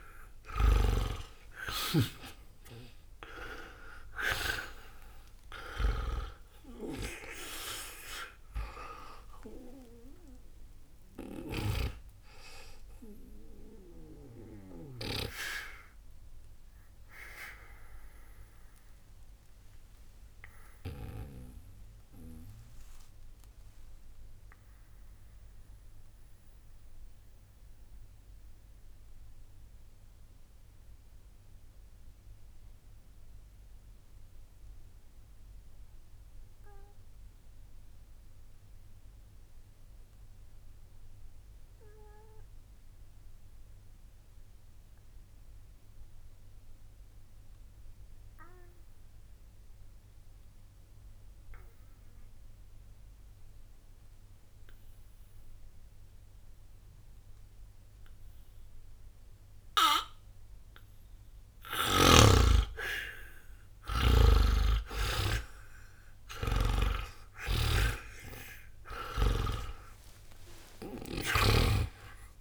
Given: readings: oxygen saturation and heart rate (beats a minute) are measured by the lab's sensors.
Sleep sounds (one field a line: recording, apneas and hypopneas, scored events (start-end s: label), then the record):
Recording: breathing in sleep by a room microphone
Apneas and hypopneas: 1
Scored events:
0.00-4.50 s: arousal
0.00-35.50 s: oxygen desaturation (device-marked, oxygen 76% lowest, heart rate 60 extreme)
16.50-62.00 s: obstructive apnea (oxygen 95% before, 76% lowest, heart rate 60 before, 60 extreme, up 10 after)
53.50-72.41 s: oxygen desaturation (device-marked, oxygen 98% before, 77% lowest, heart rate 60 before, 60 extreme)
61.50-72.41 s: snoring (device-marked)
65.50-70.00 s: arousal
From the record:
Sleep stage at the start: N2 (light sleep)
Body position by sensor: on the back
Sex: male